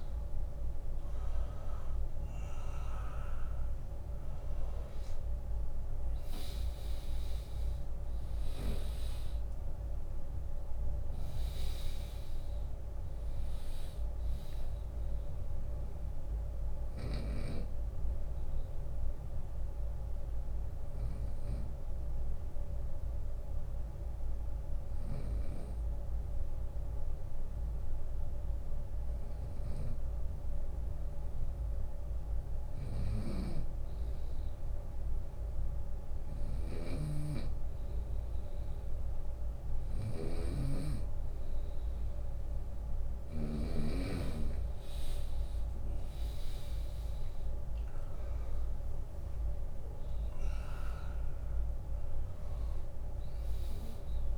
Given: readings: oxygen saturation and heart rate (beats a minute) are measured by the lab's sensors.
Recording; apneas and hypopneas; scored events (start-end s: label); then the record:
breathing in sleep by a room microphone; 1
0.00-16.00 s: oxygen desaturation (device-marked, oxygen 96% lowest, heart rate 58 extreme)
1.00-13.00 s: drop in pulse transit time (device-marked, heart rate 75 before, 74 extreme)
16.50-30.50 s: hypopnea (oxygen 100% before, 96% lowest, heart rate 80 before, 59 extreme, up 18 after)
18.00-22.00 s: bradycardia (device-marked, heart rate 75 before, 58 extreme)
20.00-22.00 s: long interval between heartbeats (device-marked, heart rate 78 before, 58 extreme)
32.00-43.00 s: snoring (device-marked)
32.50-36.50 s: arousal
46.00-54.38 s: drop in pulse transit time (device-marked, heart rate 72 before, 72 extreme)
48.00-54.38 s: oxygen desaturation (device-marked, oxygen 100% before, 96% lowest, heart rate 74 before, 67 extreme)
From the record:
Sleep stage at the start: N2 (light sleep); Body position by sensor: on the right side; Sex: male